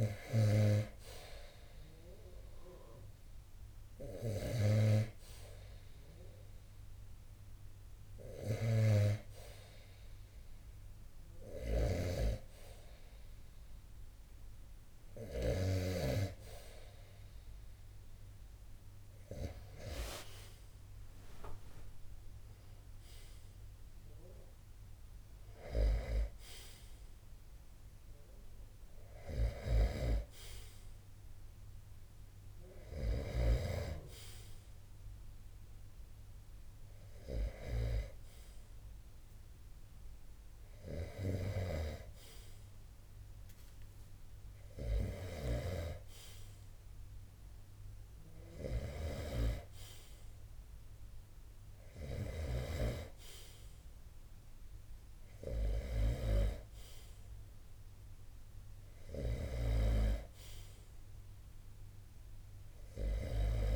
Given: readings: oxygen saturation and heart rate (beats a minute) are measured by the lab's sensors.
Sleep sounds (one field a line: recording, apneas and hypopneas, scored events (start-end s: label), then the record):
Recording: breathing in sleep by a room microphone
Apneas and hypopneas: none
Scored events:
7.50-14.50 s: snoring (device-marked)
18.00-22.00 s: arousal
28.50-58.50 s: snoring (device-marked)
From the record:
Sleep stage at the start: N2 (light sleep)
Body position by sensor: on the right side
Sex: male